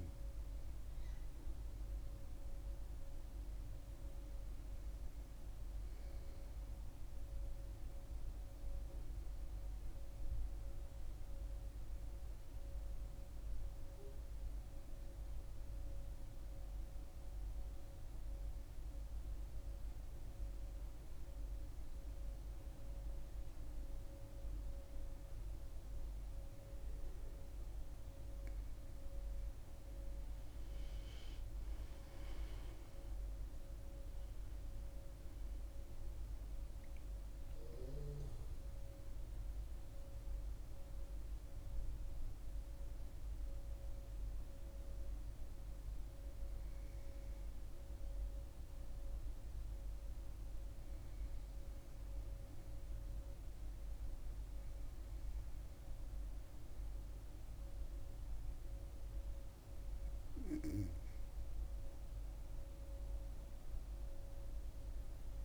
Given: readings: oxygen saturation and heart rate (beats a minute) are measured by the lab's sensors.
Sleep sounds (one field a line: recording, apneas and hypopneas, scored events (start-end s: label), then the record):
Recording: breathing in sleep, hard to hear, by a room microphone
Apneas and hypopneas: 1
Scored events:
11.00-29.50 s: obstructive apnea (oxygen 99% before, 95% lowest, heart rate 66 before, 63 extreme, up 9 after)
31.00-36.00 s: arousal
From the record:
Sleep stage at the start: N2 (light sleep)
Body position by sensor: on the back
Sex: female